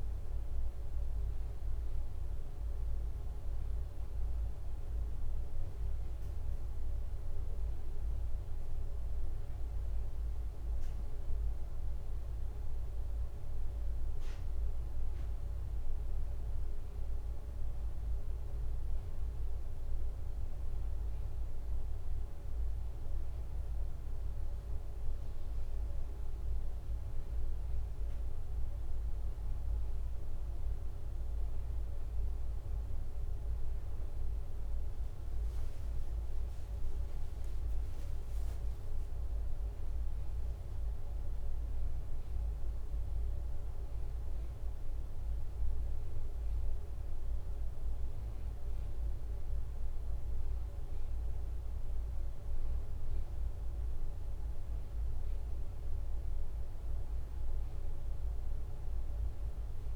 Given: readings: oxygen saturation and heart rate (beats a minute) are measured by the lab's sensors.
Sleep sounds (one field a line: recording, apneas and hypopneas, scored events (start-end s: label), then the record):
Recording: breathing in sleep, hard to hear, by a room microphone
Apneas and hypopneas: none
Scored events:
43.00-59.96 s: new sleep stage, N2 (light sleep)
46.00-59.96 s: drop in pulse transit time (device-marked, heart rate 86 before, 84 extreme)
From the record:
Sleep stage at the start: N1 (lightest sleep)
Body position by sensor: on the back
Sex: male